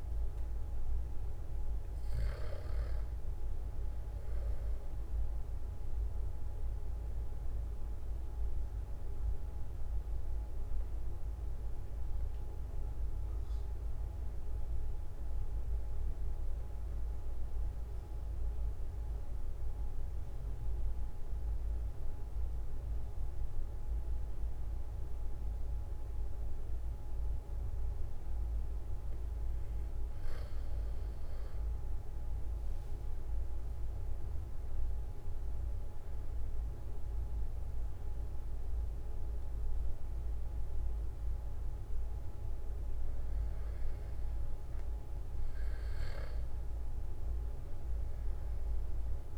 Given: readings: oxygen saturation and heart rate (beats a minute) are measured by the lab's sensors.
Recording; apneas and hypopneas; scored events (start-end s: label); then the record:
breathing in sleep, hard to hear, by a room microphone; 1
0.00-14.00 s: oxygen desaturation (device-marked, oxygen 92% lowest, heart rate 43 extreme)
5.50-30.00 s: mixed apnea (oxygen 97% before, 92% lowest, heart rate 46 before, 43 extreme, up 6 after)
32.00-36.00 s: arousal
35.00-49.38 s: oxygen desaturation (device-marked, oxygen 97% before, 92% lowest, heart rate 45 before, 38 extreme)
From the record:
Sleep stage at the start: N2 (light sleep); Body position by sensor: on the back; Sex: male